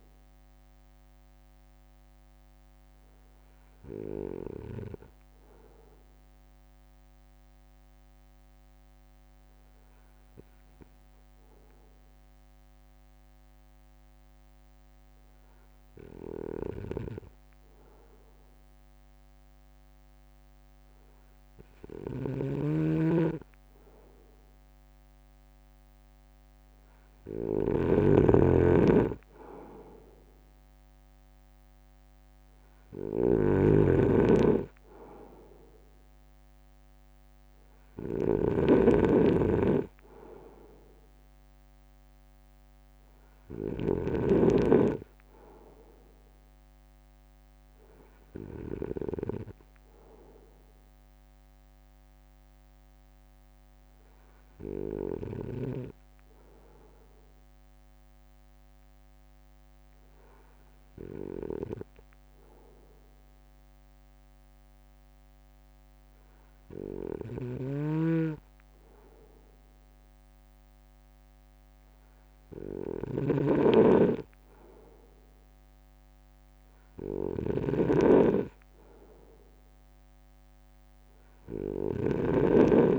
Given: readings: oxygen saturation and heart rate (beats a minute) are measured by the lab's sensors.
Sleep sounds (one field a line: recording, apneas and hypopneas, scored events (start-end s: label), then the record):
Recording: breathing in sleep by a microphone on the trachea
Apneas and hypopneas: 2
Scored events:
0.00-2.00 s: drop in pulse transit time (device-marked, heart rate 48 extreme)
0.50-24.50 s: obstructive apnea (oxygen 97% before, 94% lowest, heart rate 53 before, 52 extreme, up 1 after)
22.00-44.50 s: snoring (device-marked)
29.50-33.50 s: arousal
32.00-46.00 s: drop in pulse transit time (device-marked, heart rate 55 before, 52 extreme)
51.50-69.00 s: hypopnea (oxygen 97% before, 94% lowest, heart rate 55 before, 52 extreme, up 3 after)
67.50-82.99 s: snoring (device-marked)
72.00-75.00 s: arousal
75.00-82.99 s: drop in pulse transit time (device-marked, heart rate 55 before, 52 extreme)
From the record:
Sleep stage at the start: N2 (light sleep)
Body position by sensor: on the front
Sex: male